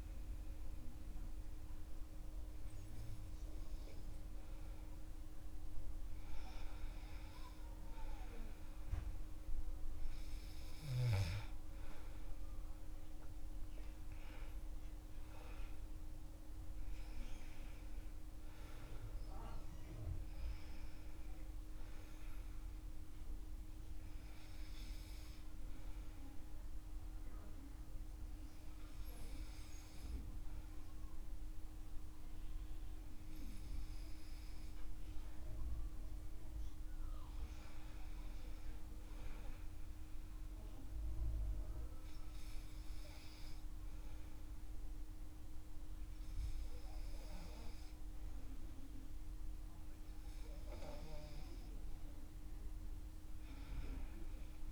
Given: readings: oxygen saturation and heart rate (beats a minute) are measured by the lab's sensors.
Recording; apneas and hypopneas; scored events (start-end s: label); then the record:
breathing in sleep, hard to hear, by a room microphone; none
none scored
From the record:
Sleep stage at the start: N2 (light sleep); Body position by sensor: on the back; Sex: male